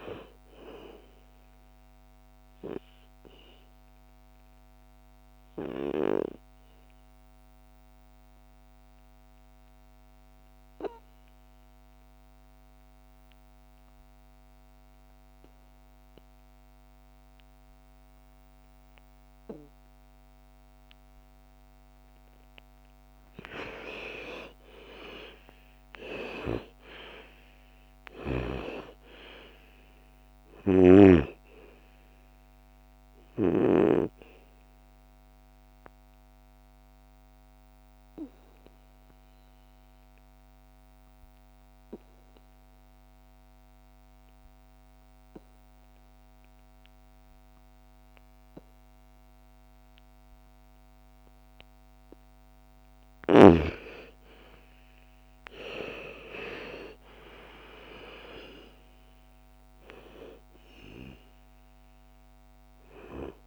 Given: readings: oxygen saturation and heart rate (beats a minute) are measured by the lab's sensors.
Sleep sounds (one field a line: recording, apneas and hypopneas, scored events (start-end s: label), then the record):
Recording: breathing in sleep by a microphone on the trachea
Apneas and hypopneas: 2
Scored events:
0.00-7.00 s: oxygen desaturation (device-marked, oxygen 85% lowest, heart rate 56 extreme)
1.00-22.00 s: obstructive apnea (oxygen 99% before, 84% lowest, heart rate 64 before, 56 extreme, up 15 after)
22.00-43.00 s: oxygen desaturation (device-marked, oxygen 99% before, 84% lowest, heart rate 59 before, 57 extreme)
24.00-28.50 s: arousal
34.00-51.00 s: obstructive apnea (oxygen 99% before, 84% lowest, heart rate 64 before, 55 extreme, up 10 after)
52.00-56.00 s: arousal
56.00-63.47 s: oxygen desaturation (device-marked, oxygen 98% before, 85% lowest, heart rate 59 before, 55 extreme)
From the record:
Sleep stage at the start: N2 (light sleep)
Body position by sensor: on the back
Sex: female